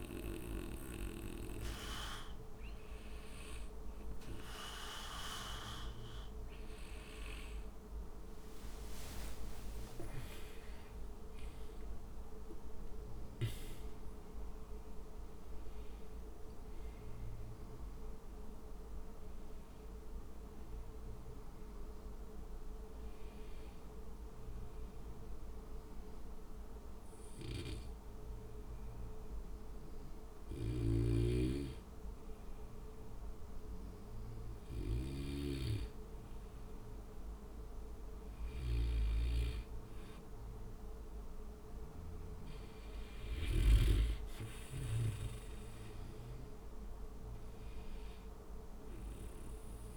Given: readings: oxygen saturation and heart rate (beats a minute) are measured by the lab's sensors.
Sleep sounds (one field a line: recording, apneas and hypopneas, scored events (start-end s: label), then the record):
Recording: breathing in sleep by a room microphone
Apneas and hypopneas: 1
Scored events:
9.00-13.00 s: arousal
24.50-36.50 s: hypopnea (oxygen 96% before, 92% lowest, heart rate 67 before, 58 extreme, up 5 after)
40.00-44.00 s: arousal
43.50-49.97 s: oxygen desaturation (device-marked, oxygen 97% before, 92% lowest, heart rate 59 before, 57 extreme)
From the record:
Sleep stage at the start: REM sleep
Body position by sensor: on the back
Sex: male